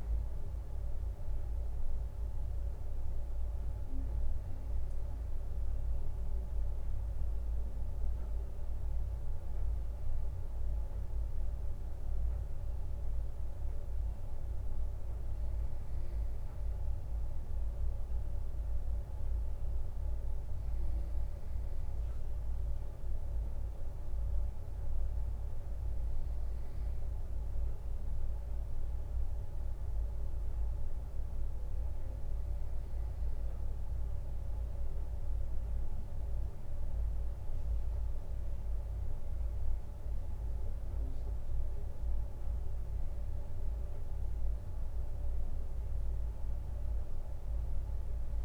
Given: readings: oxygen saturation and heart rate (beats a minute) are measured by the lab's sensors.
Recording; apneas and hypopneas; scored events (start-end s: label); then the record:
breathing in sleep, hard to hear, by a room microphone; none
12.50-16.00 s: leg movement (device-marked)
From the record:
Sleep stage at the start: N2 (light sleep); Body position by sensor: on the right side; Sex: male